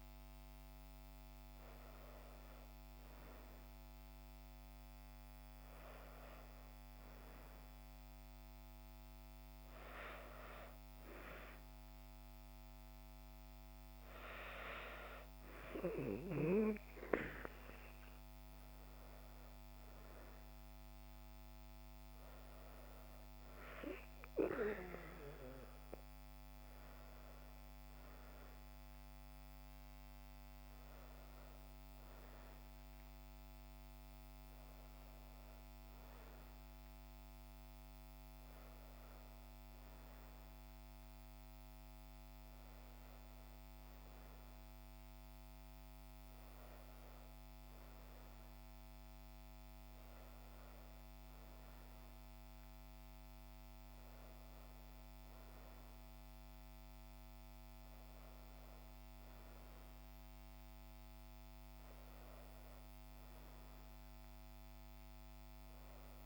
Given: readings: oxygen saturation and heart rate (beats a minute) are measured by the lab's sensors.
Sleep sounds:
breathing in sleep by a microphone on the trachea; none
none scored
From the record:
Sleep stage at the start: N2 (light sleep); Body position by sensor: on the back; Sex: female

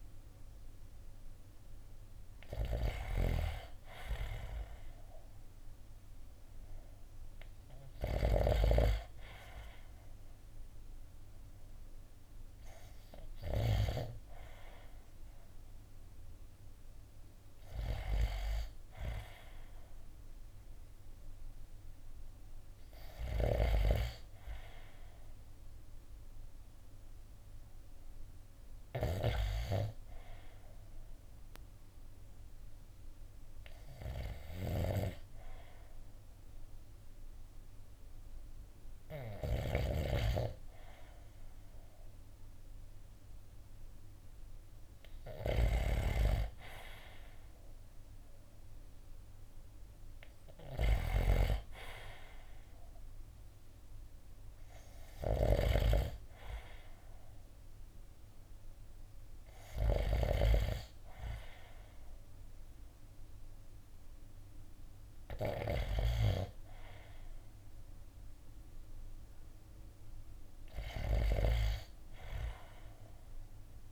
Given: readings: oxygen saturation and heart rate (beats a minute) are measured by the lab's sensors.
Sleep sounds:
breathing in sleep by a room microphone; none
0.00-13.50 s: snoring (device-marked)
23.00-39.00 s: snoring (device-marked)
45.00-59.50 s: snoring (device-marked)
65.50-73.92 s: snoring (device-marked)
From the record:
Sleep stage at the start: N2 (light sleep); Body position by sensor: on the right side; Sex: male

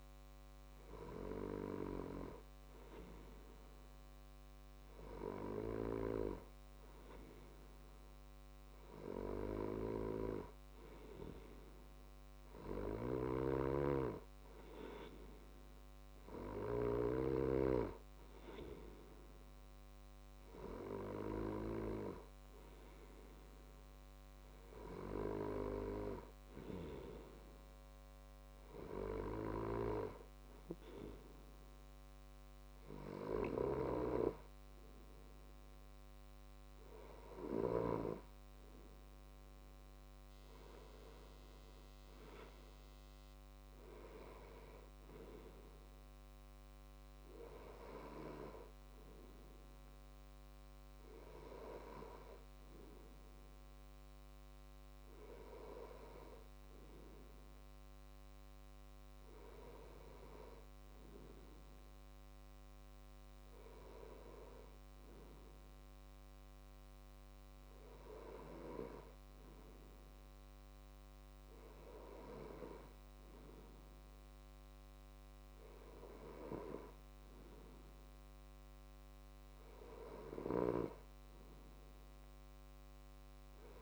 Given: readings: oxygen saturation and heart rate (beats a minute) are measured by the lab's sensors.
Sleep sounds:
breathing in sleep by a microphone on the trachea; none
none scored
From the record:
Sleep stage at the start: N2 (light sleep); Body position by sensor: on the left side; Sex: male

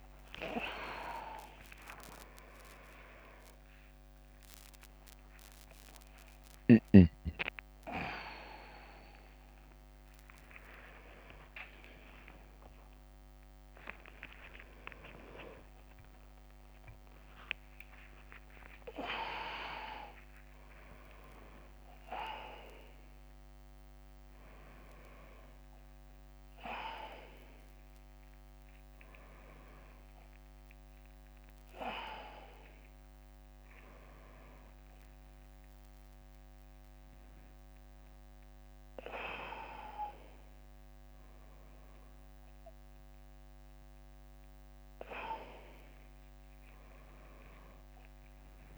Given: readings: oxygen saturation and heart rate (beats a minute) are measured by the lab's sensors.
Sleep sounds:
a person awake in a sleep study, by a microphone on the trachea; none
2.50-13.50 s: drop in pulse transit time (device-marked, heart rate 74 before, 75 extreme)
20.50-32.50 s: drop in pulse transit time (device-marked, heart rate 79 before, 76 extreme)
26.50-28.50 s: long interval between heartbeats (device-marked, heart rate 79 before, 89 extreme)
From the record:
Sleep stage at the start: awake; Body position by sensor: upright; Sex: male

